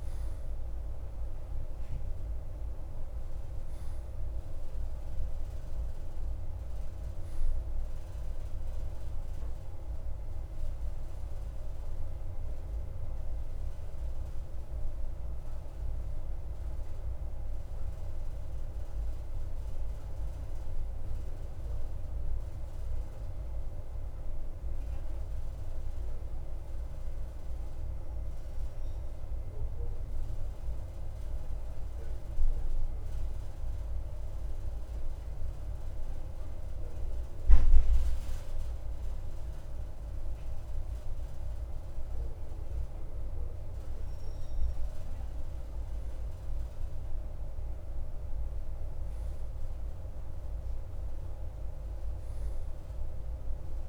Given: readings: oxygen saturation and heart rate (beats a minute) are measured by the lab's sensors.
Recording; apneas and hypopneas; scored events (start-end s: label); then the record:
breathing in sleep, hard to hear, by a room microphone; 1
16.50-39.50 s: obstructive apnea (oxygen 92% before, 91% lowest, heart rate 61 before, 49 extreme, up 5 after)
19.50-53.89 s: new sleep stage, N2 (light sleep)
43.00-47.00 s: arousal
From the record:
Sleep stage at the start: REM sleep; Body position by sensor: on the right side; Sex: male